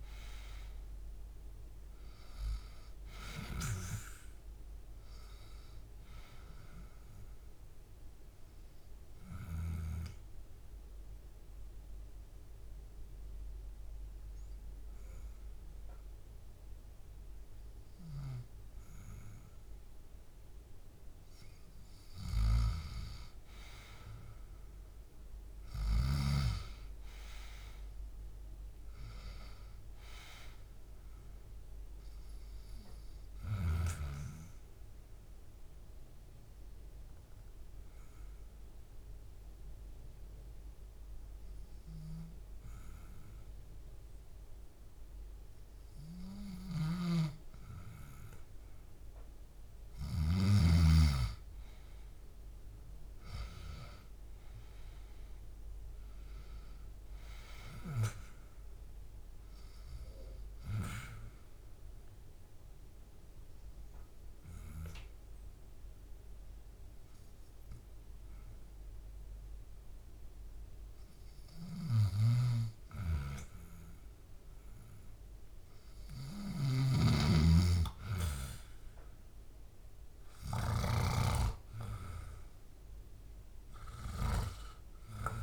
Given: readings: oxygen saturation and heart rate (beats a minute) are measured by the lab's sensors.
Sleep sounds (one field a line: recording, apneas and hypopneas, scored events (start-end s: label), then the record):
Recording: breathing in sleep by a room microphone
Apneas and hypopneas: 3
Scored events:
0.00-4.50 s: arousal
6.00-24.00 s: oxygen desaturation (device-marked, oxygen 95% before, 90% lowest, heart rate 73 before, 67 extreme)
9.50-21.50 s: obstructive apnea (oxygen 95% before, 89% lowest, heart rate 74 before, 68 extreme, up 1 after)
24.50-28.50 s: arousal
32.00-51.00 s: oxygen desaturation (device-marked, oxygen 97% before, 89% lowest, heart rate 70 before, 66 extreme)
34.50-46.00 s: obstructive apnea (oxygen 97% before, 89% lowest, heart rate 70 before, 66 extreme, up 2 after)
51.00-55.00 s: arousal
57.00-78.00 s: oxygen desaturation (device-marked, oxygen 97% before, 91% lowest, heart rate 68 before, 65 extreme)
60.00-71.50 s: obstructive apnea (oxygen 97% before, 91% lowest, heart rate 69 before, 66 extreme, up 0 after)
79.50-84.00 s: arousal
From the record:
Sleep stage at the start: N2 (light sleep)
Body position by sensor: on the back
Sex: male